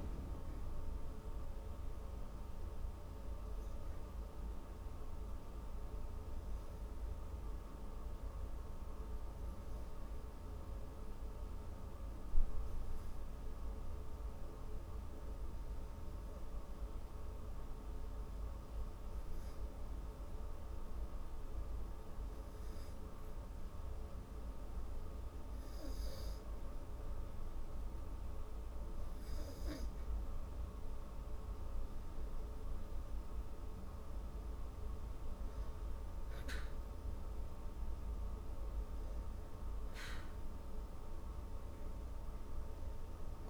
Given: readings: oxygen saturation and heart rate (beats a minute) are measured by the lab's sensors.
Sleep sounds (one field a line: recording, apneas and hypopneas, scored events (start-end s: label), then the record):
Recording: breathing in sleep, hard to hear, by a room microphone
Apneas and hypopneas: 1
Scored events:
0.00-1.00 s: oxygen desaturation (device-marked, oxygen 91% lowest)
1.50-4.50 s: arousal
7.50-27.50 s: hypopnea (oxygen 94% before, 90% lowest)
27.00-36.00 s: oxygen desaturation (device-marked, oxygen 97% before, 91% lowest)
30.00-34.50 s: arousal
38.00-43.50 s: oxygen desaturation (device-marked, oxygen 95% before, 90% lowest)
From the record:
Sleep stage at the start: N2 (light sleep)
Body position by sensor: on the back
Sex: female